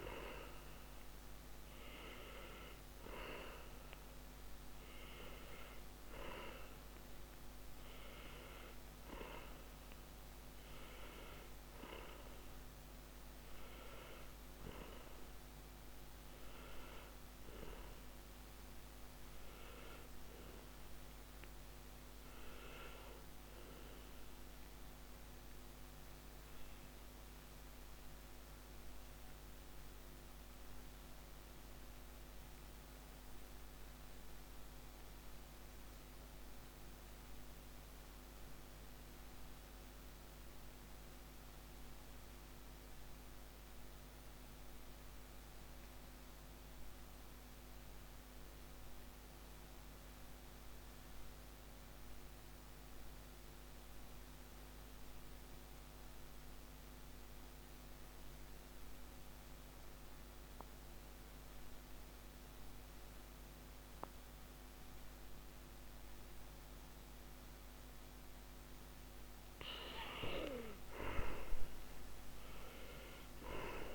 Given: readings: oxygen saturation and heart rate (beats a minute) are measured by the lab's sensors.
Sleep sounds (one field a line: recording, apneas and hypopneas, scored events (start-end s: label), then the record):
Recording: breathing in sleep by a microphone on the trachea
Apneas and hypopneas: 1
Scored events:
0.00-2.00 s: arousal
5.50-40.50 s: oxygen desaturation (device-marked, oxygen 98% before, 91% lowest)
19.00-69.50 s: mixed apnea (oxygen 98% before, 88% lowest)
70.00-73.95 s: arousal
From the record:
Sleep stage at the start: N2 (light sleep)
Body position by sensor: on the back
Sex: male